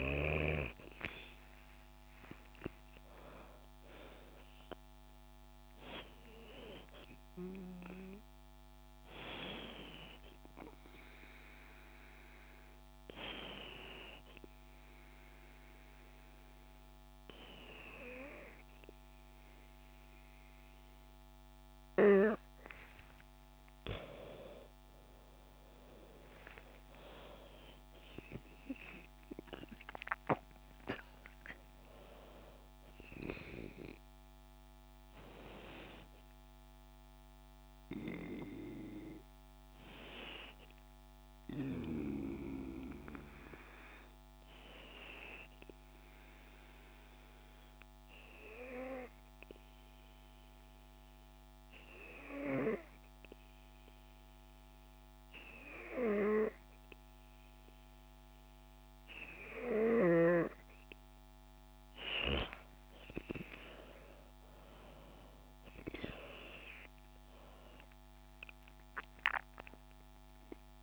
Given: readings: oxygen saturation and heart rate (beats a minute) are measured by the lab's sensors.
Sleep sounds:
breathing in sleep by a microphone on the trachea; 2
1.00-5.00 s: arousal
13.50-23.50 s: hypopnea (oxygen 96% before, 94% lowest, heart rate 82 before, 67 extreme, up 25 after)
25.00-30.50 s: arousal
46.00-59.50 s: hypopnea (oxygen 96% before, 94% lowest, heart rate 77 before, 65 extreme, up 15 after)
63.00-67.00 s: arousal
From the record:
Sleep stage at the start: N2 (light sleep); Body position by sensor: on the back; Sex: female

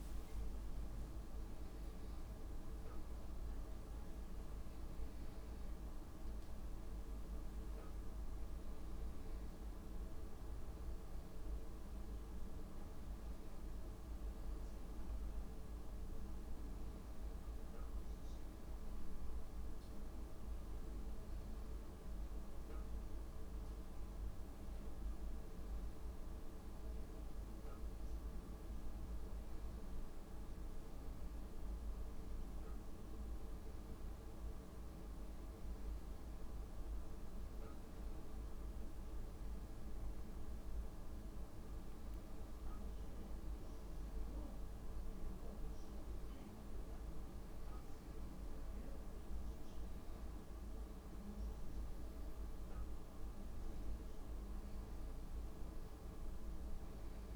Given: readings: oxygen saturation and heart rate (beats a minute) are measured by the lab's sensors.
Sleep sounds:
a person awake in a sleep study, hard to hear, by a room microphone; none
0.00-7.00 s: drop in pulse transit time (device-marked, heart rate 63 extreme)
From the record:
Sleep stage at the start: awake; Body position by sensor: on the right side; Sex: female

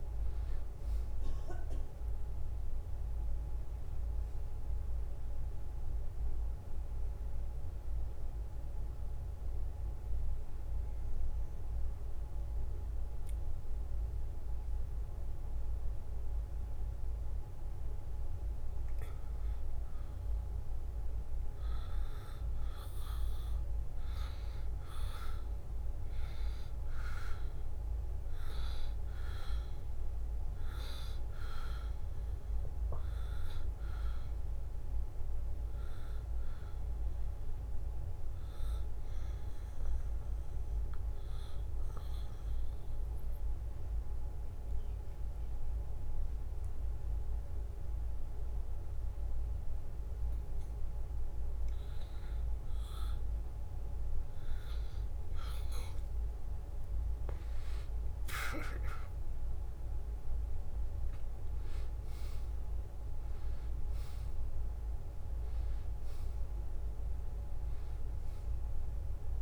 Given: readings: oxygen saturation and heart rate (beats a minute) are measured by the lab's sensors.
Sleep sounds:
breathing in sleep, hard to hear, by a room microphone; 2
0.00-13.00 s: oxygen desaturation (device-marked, oxygen 86% lowest, heart rate 70 extreme)
11.00-24.00 s: obstructive apnea (oxygen 95% before, 89% lowest, heart rate 75 before, 70 extreme, up 1 after)
26.50-30.00 s: arousal
28.00-47.00 s: oxygen desaturation (device-marked, oxygen 96% before, 90% lowest, heart rate 71 before, 70 extreme)
41.50-52.00 s: obstructive apnea (oxygen 96% before, 89% lowest, heart rate 72 before, 70 extreme, up 2 after)
56.50-60.00 s: arousal
59.00-69.42 s: oxygen desaturation (device-marked, oxygen 95% before, 89% lowest, heart rate 71 before, 69 extreme)
From the record:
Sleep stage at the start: N2 (light sleep); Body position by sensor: on the back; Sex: male

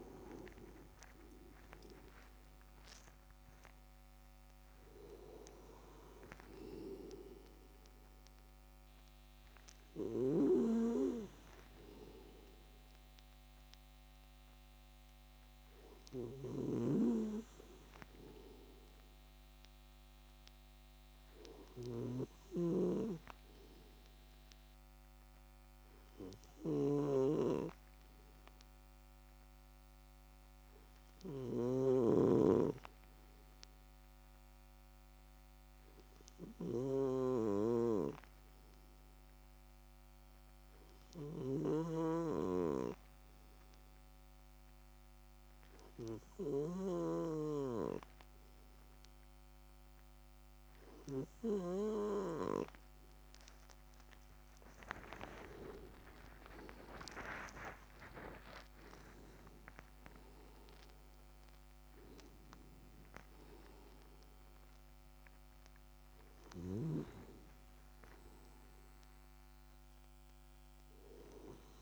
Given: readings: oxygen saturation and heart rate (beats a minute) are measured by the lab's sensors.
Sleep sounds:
breathing in sleep by a microphone on the trachea; 1
0.00-1.00 s: arousal
21.50-42.00 s: snoring (device-marked)
25.50-53.00 s: hypopnea (oxygen 98% before, 96% lowest)
55.00-59.50 s: arousal
From the record:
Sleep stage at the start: N2 (light sleep); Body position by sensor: on the left side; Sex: male

